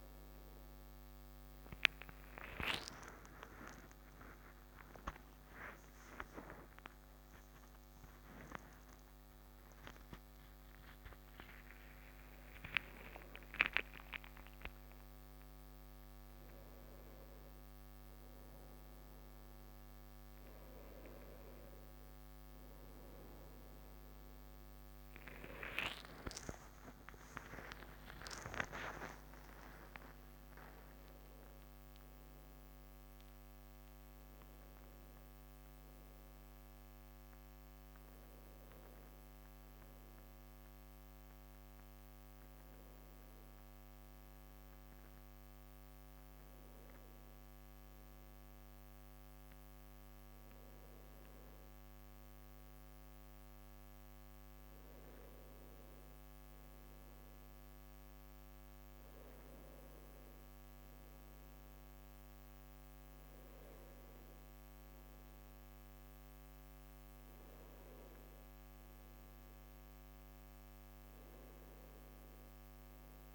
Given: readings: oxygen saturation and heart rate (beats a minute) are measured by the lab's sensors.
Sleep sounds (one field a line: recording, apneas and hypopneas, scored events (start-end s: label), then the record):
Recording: a person awake in a sleep study, by a microphone on the trachea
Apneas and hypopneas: none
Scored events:
42.50-73.35 s: new sleep stage, N1 (lightest sleep)
From the record:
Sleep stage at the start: awake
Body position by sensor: on the right side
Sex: male